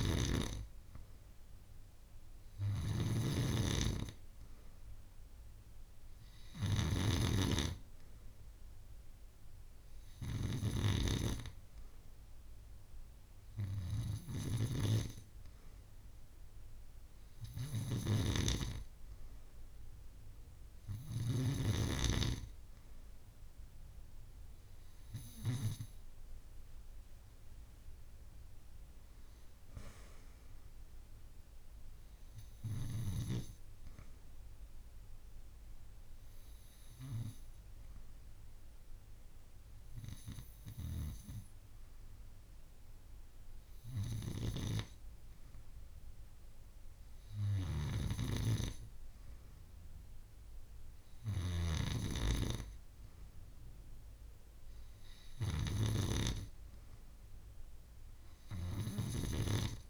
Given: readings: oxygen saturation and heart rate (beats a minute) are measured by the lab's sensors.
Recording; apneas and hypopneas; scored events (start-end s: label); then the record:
breathing in sleep by a room microphone; none
none scored
From the record:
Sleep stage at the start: N2 (light sleep); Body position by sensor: on the back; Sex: female